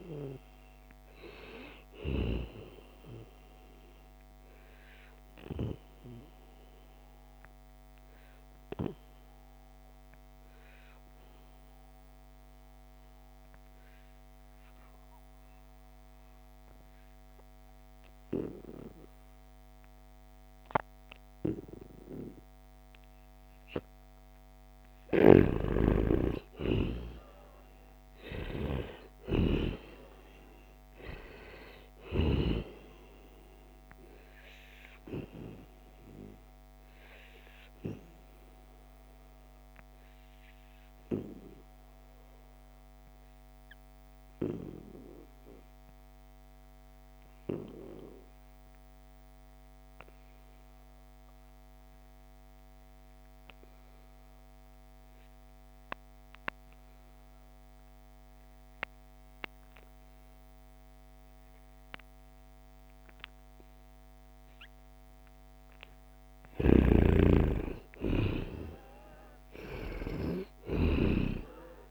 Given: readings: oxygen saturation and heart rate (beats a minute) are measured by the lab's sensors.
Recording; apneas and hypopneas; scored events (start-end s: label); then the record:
breathing in sleep by a microphone on the trachea; 2
0.00-8.50 s: oxygen desaturation (device-marked, oxygen 92% lowest, heart rate 72 extreme)
3.50-23.50 s: obstructive apnea (oxygen 97% before, 88% lowest, heart rate 76 before, 72 extreme, up 3 after)
24.50-29.50 s: arousal
25.50-49.50 s: oxygen desaturation (device-marked, oxygen 96% before, 92% lowest, heart rate 76 before, 68 extreme)
35.50-65.50 s: obstructive apnea (oxygen 96% before, 88% lowest, heart rate 74 before, 68 extreme, up 8 after)
58.50-71.91 s: oxygen desaturation (device-marked, oxygen 97% before, 88% lowest, heart rate 74 before, 68 extreme)
66.00-70.50 s: snoring (device-marked)
67.00-71.91 s: arousal
From the record:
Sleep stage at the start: N2 (light sleep); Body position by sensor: on the right side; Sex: male